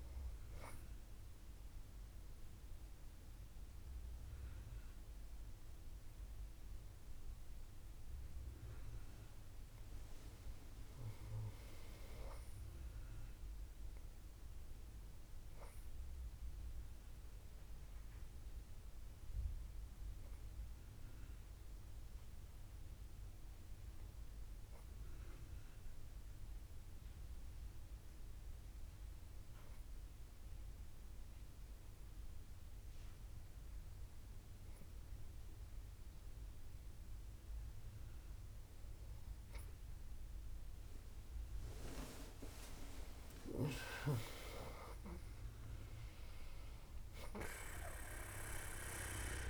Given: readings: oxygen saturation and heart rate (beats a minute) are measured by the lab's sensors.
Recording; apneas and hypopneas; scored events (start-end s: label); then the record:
breathing in sleep by a room microphone; 2
0.50-10.50 s: obstructive apnea (oxygen 98% before, 96% lowest, heart rate 68 before, 63 extreme, up 10 after)
12.00-16.00 s: arousal
19.50-38.50 s: hypopnea (oxygen 97% before, 97% lowest, heart rate 66 before, 64 extreme, up 13 after)
42.00-46.50 s: arousal
From the record:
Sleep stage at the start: N2 (light sleep); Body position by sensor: on the back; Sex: female